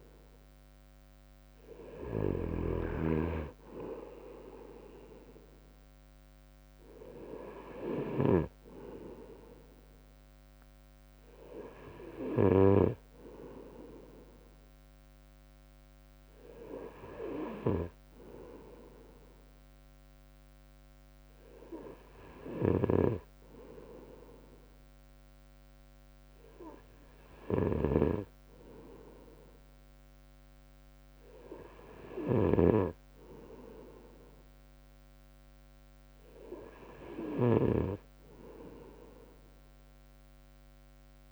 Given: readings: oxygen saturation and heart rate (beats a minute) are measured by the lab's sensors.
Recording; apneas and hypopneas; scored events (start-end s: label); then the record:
breathing in sleep by a microphone on the trachea; none
none scored
From the record:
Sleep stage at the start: N2 (light sleep); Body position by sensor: on the right side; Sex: male